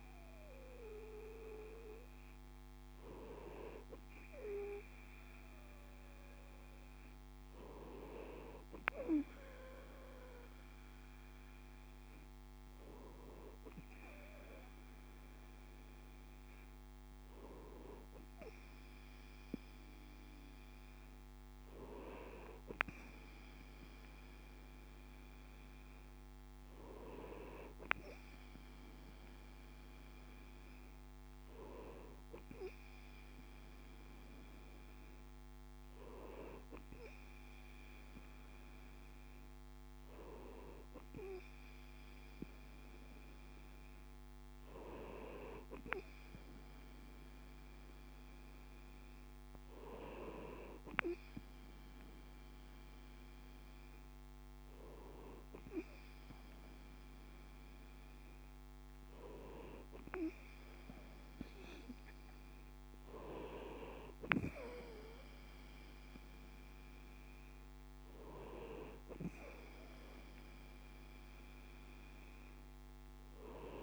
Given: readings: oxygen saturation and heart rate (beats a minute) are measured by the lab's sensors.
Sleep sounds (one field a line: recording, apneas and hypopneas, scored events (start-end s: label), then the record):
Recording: breathing in sleep by a microphone on the trachea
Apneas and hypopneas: none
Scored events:
none scored
From the record:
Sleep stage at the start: N2 (light sleep)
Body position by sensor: on the right side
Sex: male